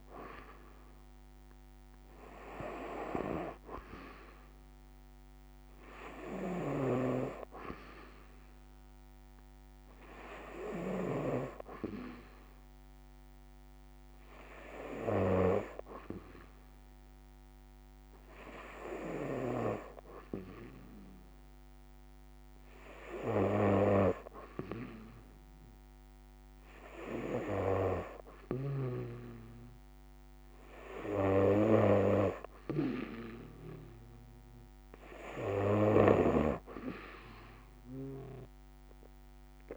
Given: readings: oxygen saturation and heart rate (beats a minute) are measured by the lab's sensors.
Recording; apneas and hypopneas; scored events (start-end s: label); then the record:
breathing in sleep by a microphone on the trachea; none
none scored
From the record:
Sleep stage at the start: N2 (light sleep); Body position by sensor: on the right side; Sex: female